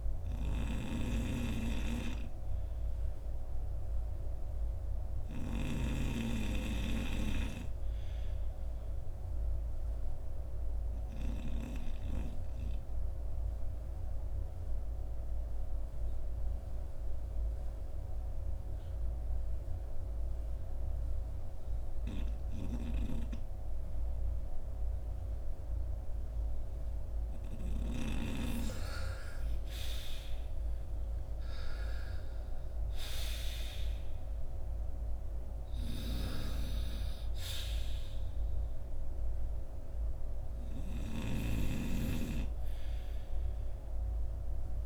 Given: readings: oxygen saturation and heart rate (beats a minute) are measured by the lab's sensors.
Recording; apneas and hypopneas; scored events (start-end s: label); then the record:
breathing in sleep by a room microphone; 1
0.00-5.50 s: snoring (device-marked)
0.00-44.86 s: oxygen desaturation (device-marked, oxygen 79% lowest, heart rate 53 extreme)
9.00-27.50 s: obstructive apnea (oxygen 97% before, 79% lowest, heart rate 56 before, 56 extreme, up 12 after)
29.00-33.50 s: arousal
From the record:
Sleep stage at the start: REM sleep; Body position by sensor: on the front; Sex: male